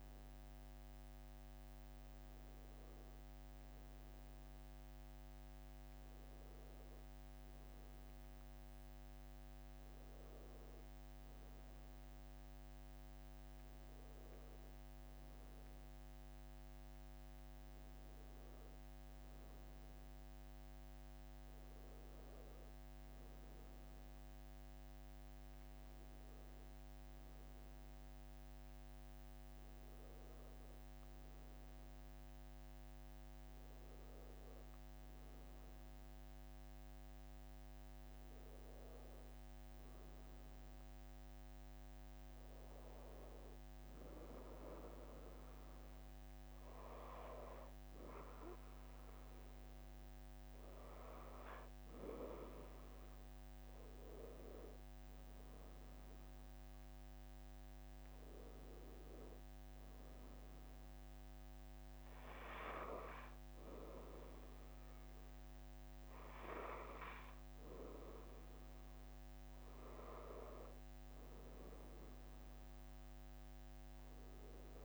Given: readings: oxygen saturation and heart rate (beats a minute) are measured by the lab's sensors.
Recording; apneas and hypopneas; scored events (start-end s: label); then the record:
breathing in sleep by a microphone on the trachea; none
none scored
From the record:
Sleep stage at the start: N1 (lightest sleep); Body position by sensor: on the back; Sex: male